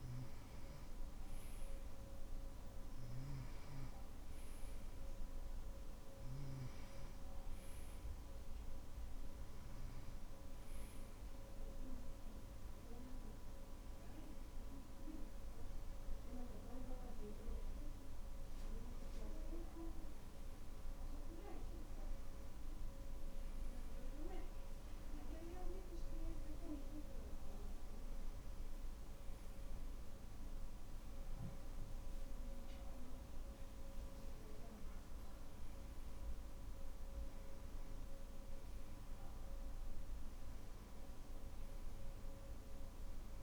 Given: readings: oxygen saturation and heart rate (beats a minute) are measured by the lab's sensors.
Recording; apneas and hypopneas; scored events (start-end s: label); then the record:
breathing in sleep by a room microphone; none
none scored
From the record:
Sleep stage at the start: N2 (light sleep); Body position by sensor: on the back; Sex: male